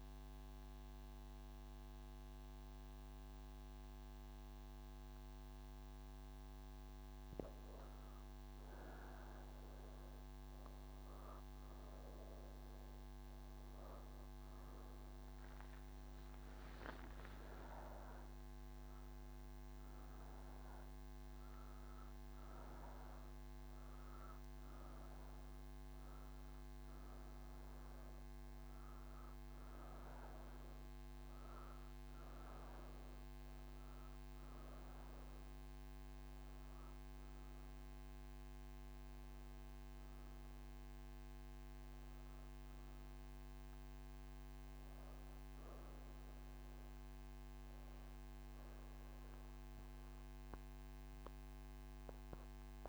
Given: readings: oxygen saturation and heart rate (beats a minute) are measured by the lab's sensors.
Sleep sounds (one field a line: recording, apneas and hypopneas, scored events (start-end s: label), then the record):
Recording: breathing in sleep, hard to hear, by a microphone on the trachea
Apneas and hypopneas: none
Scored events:
38.00-52.89 s: oxygen desaturation (device-marked, oxygen 95% before, 92% lowest)
From the record:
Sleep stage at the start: N1 (lightest sleep)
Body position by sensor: on the right side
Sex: female